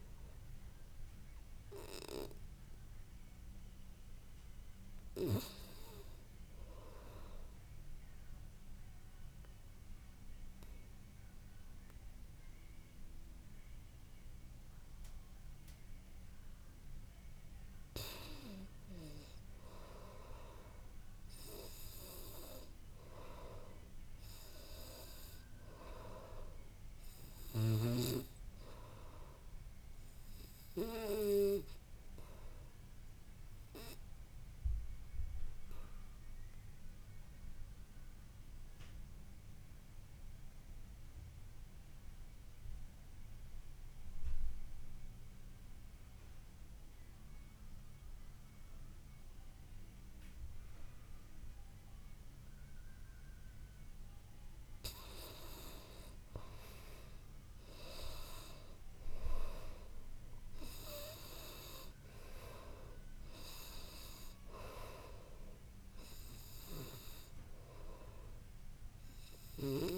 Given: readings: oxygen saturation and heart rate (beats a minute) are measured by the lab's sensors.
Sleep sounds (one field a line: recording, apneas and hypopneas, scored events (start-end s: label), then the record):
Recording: breathing in sleep by a room microphone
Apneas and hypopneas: 2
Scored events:
0.00-11.50 s: oxygen desaturation (device-marked, oxygen 82% lowest, heart rate 53 extreme)
8.00-18.50 s: obstructive apnea (oxygen 97% before, 82% lowest, heart rate 61 before, 55 extreme, up 7 after)
20.50-24.50 s: arousal
30.50-45.50 s: oxygen desaturation (device-marked, oxygen 96% before, 91% lowest, heart rate 60 before, 55 extreme)
32.00-54.00 s: obstructive apnea (oxygen 98% before, 82% lowest, heart rate 60 before, 55 extreme, up 11 after)
55.50-59.50 s: arousal
55.50-69.98 s: oxygen desaturation (device-marked, oxygen 97% before, 82% lowest, heart rate 58 before, 53 extreme)
From the record:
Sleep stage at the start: N2 (light sleep)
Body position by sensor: on the back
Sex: male